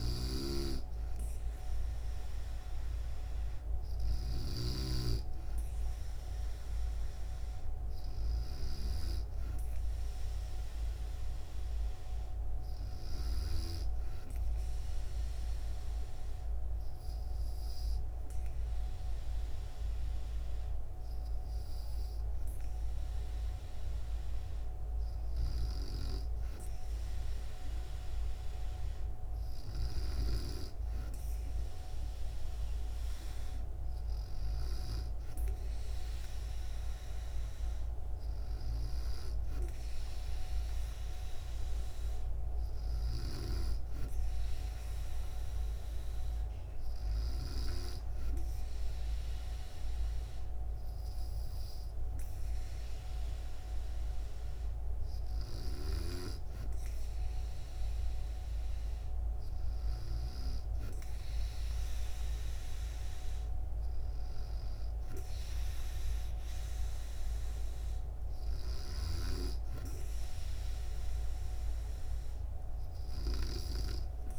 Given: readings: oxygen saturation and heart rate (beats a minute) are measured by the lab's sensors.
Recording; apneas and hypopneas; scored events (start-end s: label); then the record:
breathing in sleep by a room microphone; none
0.00-4.00 s: snoring (device-marked)
58.50-61.50 s: bradycardia (device-marked, heart rate 70 before, 65 extreme)
From the record:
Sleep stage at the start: N2 (light sleep); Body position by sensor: on the back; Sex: female